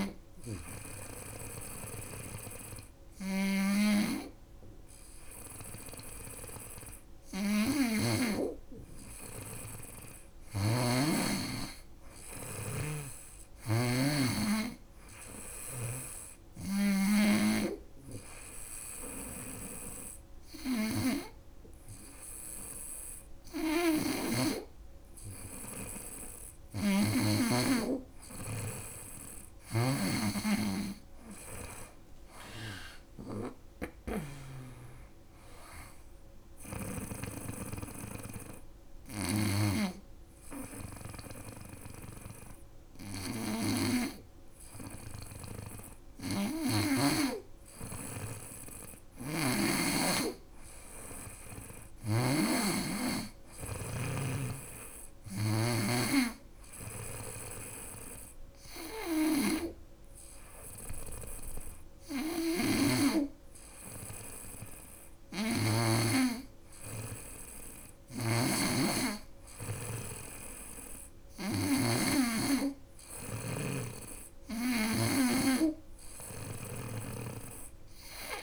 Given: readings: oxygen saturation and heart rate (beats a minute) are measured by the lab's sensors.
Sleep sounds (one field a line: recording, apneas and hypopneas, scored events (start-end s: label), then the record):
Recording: breathing in sleep by a room microphone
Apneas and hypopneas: 2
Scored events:
0.00-1.00 s: snoring (device-marked)
3.00-16.00 s: snoring (device-marked)
15.00-25.00 s: hypopnea (oxygen 96% before, 96% lowest, heart rate 77 before, 75 extreme, up 5 after)
23.00-26.50 s: snoring (device-marked)
30.50-34.50 s: arousal
38.00-48.00 s: hypopnea (oxygen 98% before, 95% lowest, heart rate 79 before, 73 extreme, up 4 after)
48.00-55.00 s: snoring (device-marked)
50.00-54.00 s: arousal
61.50-65.00 s: snoring (device-marked)
67.00-78.43 s: snoring (device-marked)
From the record:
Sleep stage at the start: N2 (light sleep)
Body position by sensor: on the right side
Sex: female